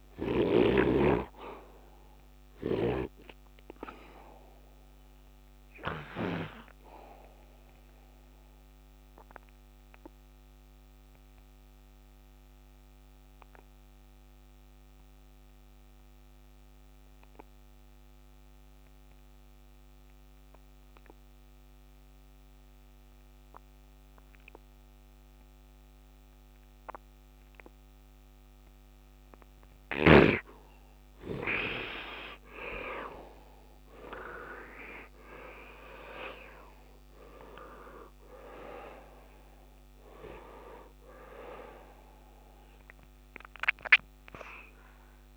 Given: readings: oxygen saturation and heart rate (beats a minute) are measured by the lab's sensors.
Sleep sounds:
breathing in sleep by a microphone on the trachea; 1
0.00-19.00 s: oxygen desaturation (device-marked, oxygen 77% lowest, heart rate 67 extreme)
1.50-29.00 s: obstructive apnea (oxygen 99% before, 70% lowest, heart rate 77 before, 67 extreme, up 7 after)
25.00-45.37 s: oxygen desaturation (device-marked, oxygen 98% before, 70% lowest, heart rate 72 before, 69 extreme)
30.50-35.00 s: arousal
From the record:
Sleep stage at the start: N2 (light sleep); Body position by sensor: on the right side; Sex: male

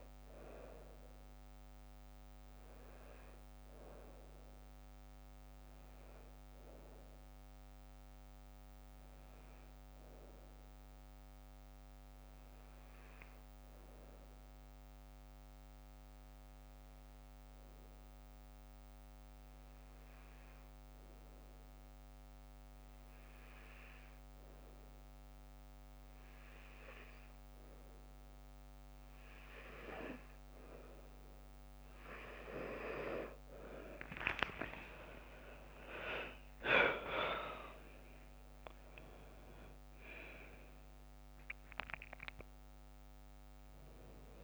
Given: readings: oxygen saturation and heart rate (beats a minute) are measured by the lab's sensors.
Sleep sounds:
breathing in sleep by a microphone on the trachea; 1
0.00-10.00 s: oxygen desaturation (device-marked, oxygen 90% lowest, heart rate 55 extreme)
11.00-28.50 s: hypopnea (oxygen 97% before, 90% lowest, heart rate 58 before, 55 extreme, up 6 after)
25.00-44.43 s: oxygen desaturation (device-marked, oxygen 98% before, 90% lowest, heart rate 57 before, 50 extreme)
33.50-38.50 s: arousal
From the record:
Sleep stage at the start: N2 (light sleep); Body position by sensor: on the right side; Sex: female

